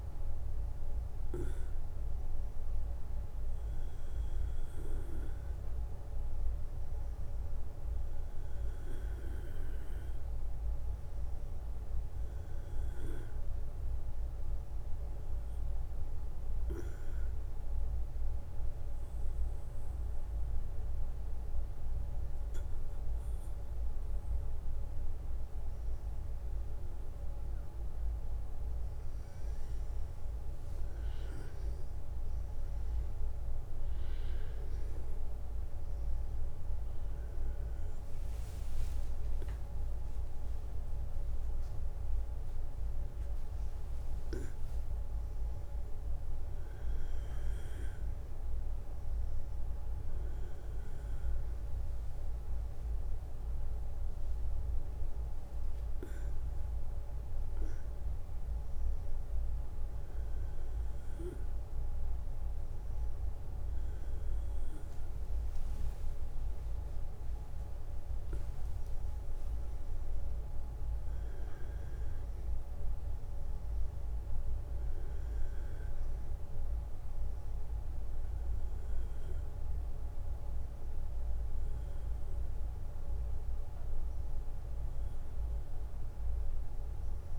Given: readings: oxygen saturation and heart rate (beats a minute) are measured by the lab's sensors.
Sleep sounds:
breathing in sleep, hard to hear, by a room microphone; 1
13.50-27.00 s: obstructive apnea (oxygen 97% before, 93% lowest, heart rate 65 before, 59 extreme, up 6 after)
31.00-36.00 s: arousal
From the record:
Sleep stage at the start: N1 (lightest sleep); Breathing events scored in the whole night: 243 in 4.0 hours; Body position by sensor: on the back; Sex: male

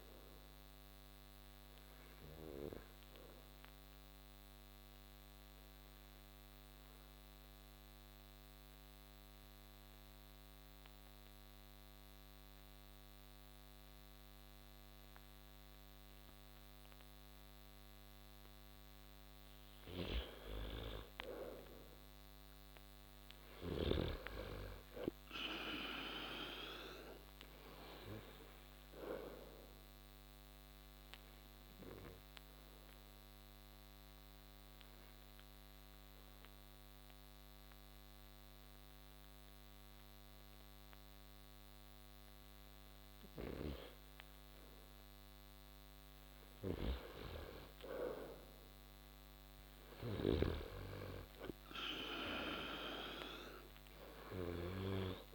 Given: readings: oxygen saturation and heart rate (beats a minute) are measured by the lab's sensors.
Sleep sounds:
breathing in sleep by a microphone on the trachea; 2
1.50-17.50 s: obstructive apnea (oxygen 97% before, 89% lowest)
2.00-26.00 s: oxygen desaturation (device-marked, oxygen 97% before, 89% lowest)
20.00-23.50 s: arousal
30.50-46.50 s: obstructive apnea (oxygen 97% before, 90% lowest)
36.00-49.00 s: oxygen desaturation (device-marked, oxygen 97% before, 91% lowest)
49.00-51.50 s: arousal
From the record:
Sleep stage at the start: N2 (light sleep); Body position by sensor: on the back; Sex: male

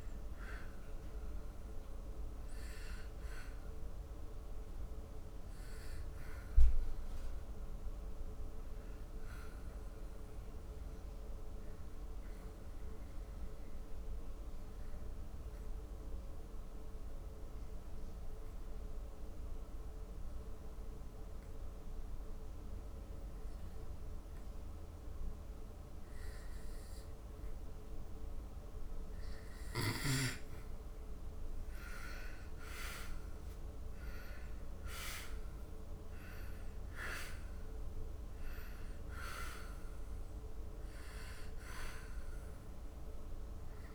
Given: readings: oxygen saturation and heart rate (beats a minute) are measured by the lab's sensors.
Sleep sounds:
breathing in sleep by a room microphone; 1
0.00-16.50 s: oxygen desaturation (device-marked, oxygen 87% lowest, heart rate 69 extreme)
9.50-30.50 s: obstructive apnea (oxygen 94% before, 82% lowest, heart rate 80 before, 69 extreme, up 10 after)
29.50-43.95 s: oxygen desaturation (device-marked, oxygen 98% before, 86% lowest, heart rate 74 before, 66 extreme)
32.50-36.00 s: arousal
From the record:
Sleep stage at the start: N2 (light sleep); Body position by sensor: on the back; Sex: male

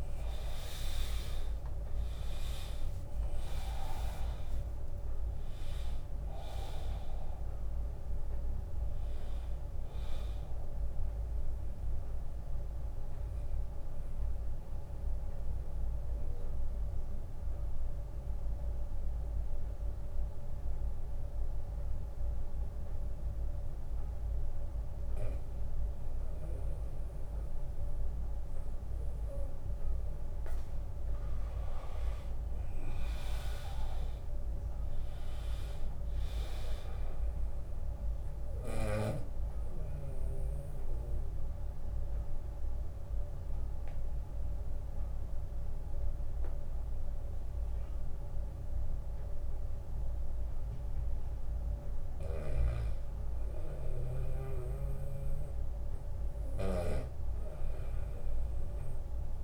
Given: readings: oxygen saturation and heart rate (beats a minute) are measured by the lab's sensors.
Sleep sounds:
breathing in sleep by a room microphone; 2
0.00-9.50 s: drop in pulse transit time (device-marked, heart rate 78 extreme)
0.00-22.50 s: oxygen desaturation (device-marked, oxygen 89% lowest, heart rate 75 extreme)
13.00-24.00 s: obstructive apnea (oxygen 99% before, 89% lowest, heart rate 81 before, 75 extreme, up 8 after)
27.00-30.50 s: arousal
33.50-43.50 s: drop in pulse transit time (device-marked, heart rate 82 before, 75 extreme)
36.50-38.50 s: long interval between heartbeats (device-marked, heart rate 83 before, 86 extreme)
38.00-51.50 s: obstructive apnea (oxygen 100% before, 88% lowest, heart rate 84 before, 73 extreme, up 7 after)
40.50-56.50 s: oxygen desaturation (device-marked, oxygen 100% before, 95% lowest, heart rate 83 before, 73 extreme)
54.00-58.00 s: arousal
54.00-59.43 s: snoring (device-marked)
From the record:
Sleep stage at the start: N2 (light sleep); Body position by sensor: on the back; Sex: male

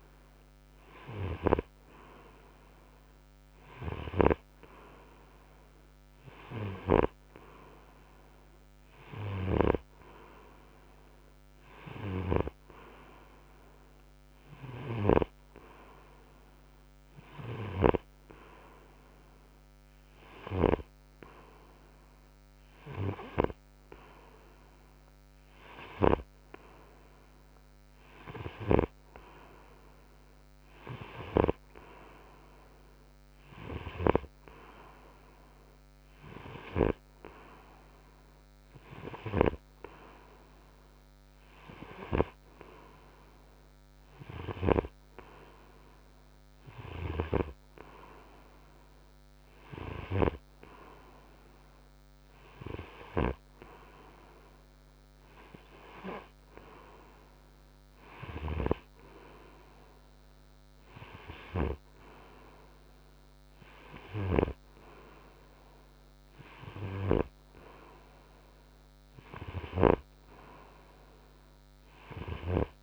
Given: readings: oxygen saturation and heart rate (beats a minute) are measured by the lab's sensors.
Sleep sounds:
breathing in sleep by a microphone on the trachea; none
none scored
From the record:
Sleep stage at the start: N2 (light sleep); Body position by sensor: on the front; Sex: male

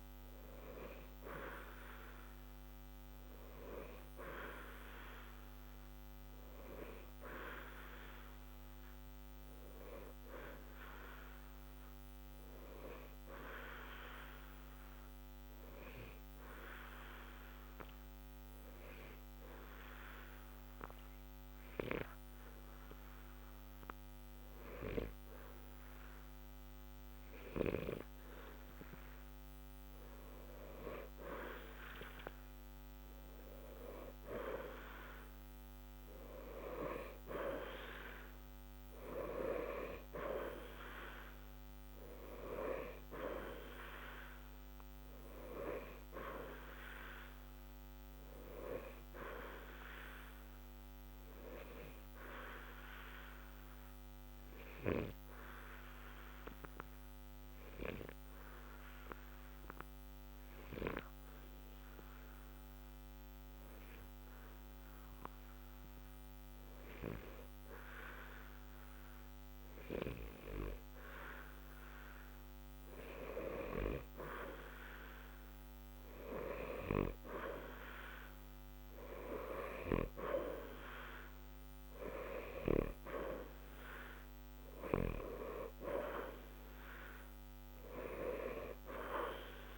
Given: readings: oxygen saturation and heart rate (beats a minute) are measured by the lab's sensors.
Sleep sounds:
breathing in sleep by a microphone on the trachea; 2
0.00-14.00 s: oxygen desaturation (device-marked, oxygen 89% lowest, heart rate 60 extreme)
13.00-27.50 s: obstructive apnea (oxygen 93% before, 89% lowest, heart rate 60 before, 60 extreme, up 0 after)
29.00-33.00 s: arousal
50.50-67.50 s: obstructive apnea (oxygen 92% before, 89% lowest, heart rate 60 before, 60 extreme, up 0 after)
69.50-74.00 s: arousal
From the record:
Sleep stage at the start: N2 (light sleep); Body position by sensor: on the back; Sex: male

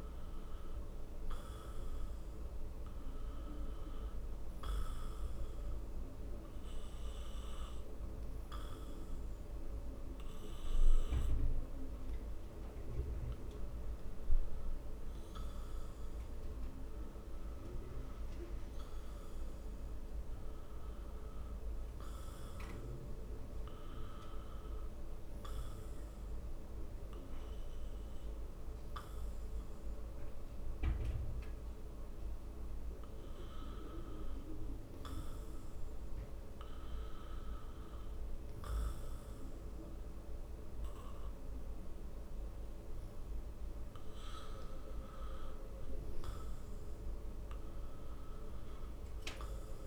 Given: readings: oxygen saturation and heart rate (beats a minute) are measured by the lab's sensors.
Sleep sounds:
breathing in sleep, hard to hear, by a room microphone; 2
0.00-17.50 s: oxygen desaturation (device-marked, oxygen 90% lowest, heart rate 62 extreme)
4.00-15.00 s: obstructive apnea (oxygen 95% before, 89% lowest, heart rate 65 before, 62 extreme, up 6 after)
16.00-19.50 s: arousal
28.50-39.50 s: hypopnea (oxygen 91% before, 89% lowest, heart rate 65 before, 65 extreme, up 2 after)
44.00-48.50 s: arousal
From the record:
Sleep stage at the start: N2 (light sleep); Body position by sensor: on the back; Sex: male

